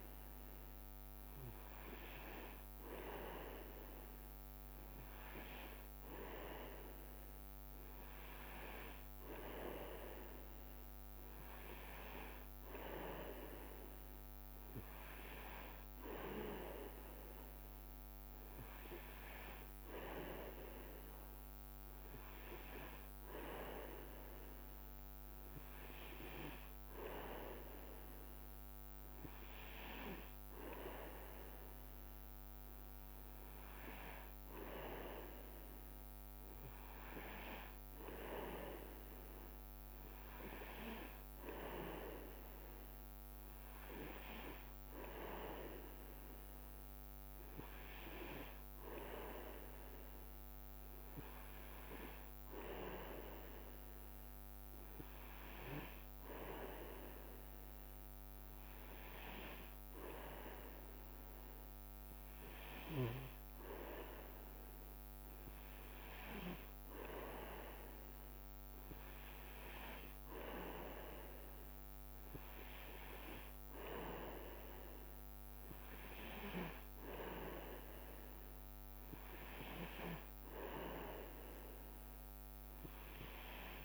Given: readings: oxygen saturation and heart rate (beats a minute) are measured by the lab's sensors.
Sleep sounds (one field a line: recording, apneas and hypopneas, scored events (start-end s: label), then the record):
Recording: breathing in sleep by a microphone on the trachea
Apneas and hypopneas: none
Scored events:
74.50-76.50 s: leg movement (device-marked)
77.50-81.50 s: leg movement (device-marked)
From the record:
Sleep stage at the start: N2 (light sleep)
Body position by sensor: on the back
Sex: male